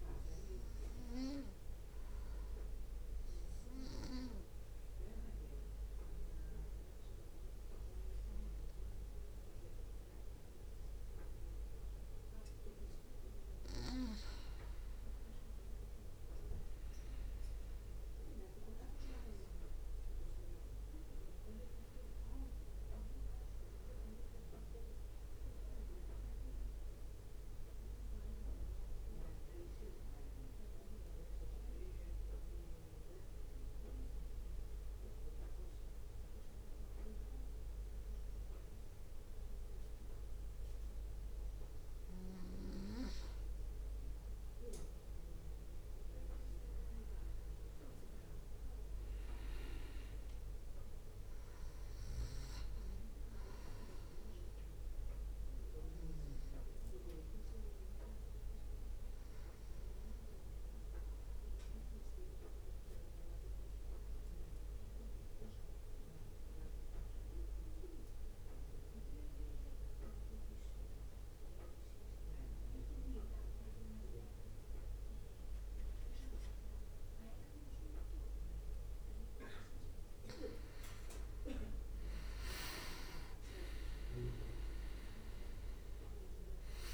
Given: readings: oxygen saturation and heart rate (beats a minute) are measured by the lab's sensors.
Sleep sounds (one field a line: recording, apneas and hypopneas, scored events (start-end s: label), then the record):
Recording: breathing in sleep by a room microphone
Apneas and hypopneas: 3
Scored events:
3.00-14.50 s: mixed apnea (oxygen 95% before, 91% lowest, heart rate 59 before, 57 extreme, up 1 after)
17.00-23.00 s: arousal
20.00-35.00 s: drop in pulse transit time (device-marked, heart rate 63 before, 57 extreme)
32.50-45.50 s: mixed apnea (oxygen 95% before, 91% lowest, heart rate 61 before, 59 extreme, up 2 after)
48.00-51.50 s: arousal
62.00-81.50 s: mixed apnea (oxygen 96% before, 90% lowest, heart rate 61 before, 58 extreme, up 0 after)
83.50-86.94 s: arousal
85.00-86.94 s: drop in pulse transit time (device-marked, heart rate 64 before, 58 extreme)
From the record:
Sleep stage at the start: N2 (light sleep)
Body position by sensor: on the back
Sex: male